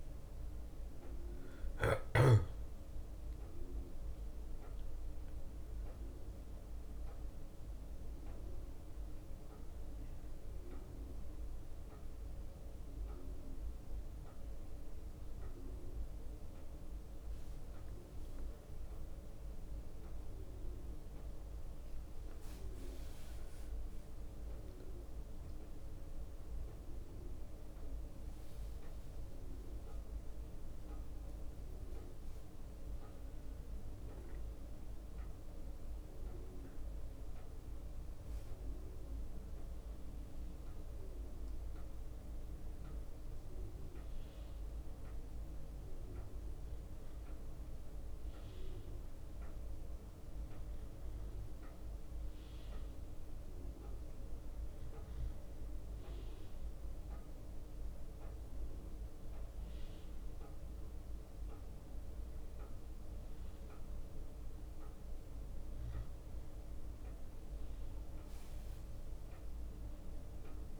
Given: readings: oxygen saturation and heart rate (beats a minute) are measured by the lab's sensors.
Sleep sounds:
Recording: breathing in sleep, hard to hear, by a room microphone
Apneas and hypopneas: 1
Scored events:
0.00-6.00 s: drop in pulse transit time (device-marked, heart rate 62 extreme)
2.50-6.50 s: arousal
6.50-15.50 s: leg movement (device-marked)
9.50-21.00 s: obstructive apnea (oxygen 95% before, 93% lowest, heart rate 63 before, 61 extreme, up 4 after)
21.50-26.50 s: arousal
44.00-53.00 s: bradycardia (device-marked, heart rate 61 before, 59 extreme)
55.00-66.00 s: bradycardia (device-marked, heart rate 61 before, 59 extreme)
From the record:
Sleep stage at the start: N1 (lightest sleep)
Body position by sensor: on the back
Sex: male

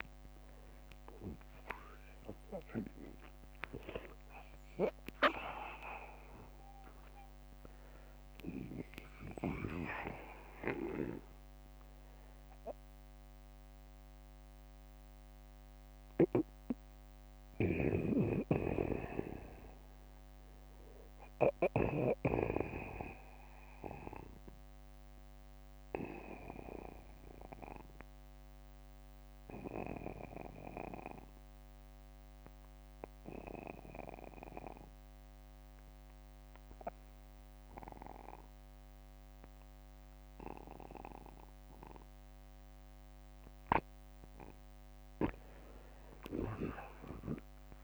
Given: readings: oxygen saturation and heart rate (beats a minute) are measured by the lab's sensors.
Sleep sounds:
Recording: breathing in sleep by a microphone on the trachea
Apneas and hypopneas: 1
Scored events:
2.00-23.00 s: oxygen desaturation (device-marked, oxygen 92% before, 82% lowest, heart rate 76 before, 39 extreme)
6.50-10.00 s: arousal
13.00-43.50 s: obstructive apnea (oxygen 92% before, 82% lowest, heart rate 65 before, 39 extreme, up 27 after)
15.50-21.50 s: snoring (device-marked)
29.50-31.50 s: long interval between heartbeats (device-marked, heart rate 59 before, 54 extreme)
35.00-37.00 s: long interval between heartbeats (device-marked, heart rate 54 before, 48 extreme)
35.00-47.84 s: new sleep stage, N2 (light sleep)
46.00-47.84 s: arousal
From the record:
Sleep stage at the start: N1 (lightest sleep)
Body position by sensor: on the back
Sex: male

